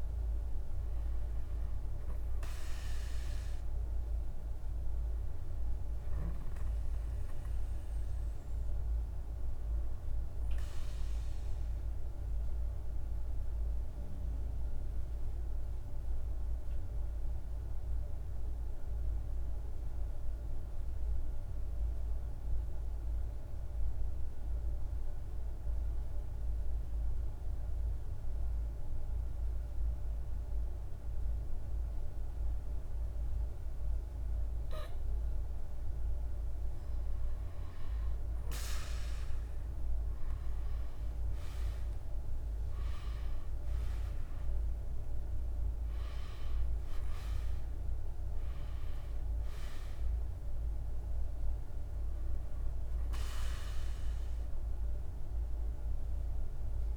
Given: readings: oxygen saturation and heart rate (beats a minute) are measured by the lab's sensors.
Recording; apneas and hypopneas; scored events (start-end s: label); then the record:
breathing in sleep, hard to hear, by a room microphone; 1
0.00-14.00 s: oxygen desaturation (device-marked, oxygen 92% lowest, heart rate 50 extreme)
11.00-35.50 s: mixed apnea (oxygen 97% before, 89% lowest, heart rate 54 before, 50 extreme, up 3 after)
33.00-56.97 s: oxygen desaturation (device-marked, oxygen 98% before, 89% lowest, heart rate 51 before, 50 extreme)
39.50-44.00 s: arousal
From the record:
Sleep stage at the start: N2 (light sleep); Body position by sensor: on the back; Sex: male